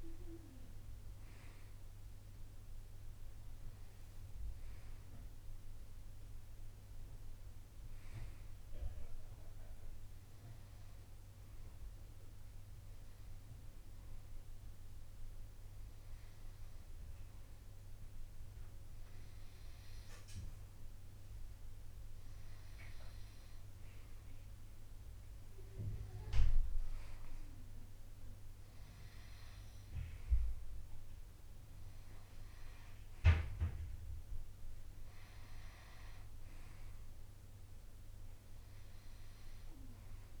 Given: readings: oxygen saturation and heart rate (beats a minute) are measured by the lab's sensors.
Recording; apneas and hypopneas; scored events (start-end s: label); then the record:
breathing in sleep by a room microphone; none
none scored
From the record:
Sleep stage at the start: N2 (light sleep); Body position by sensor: on the right side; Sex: male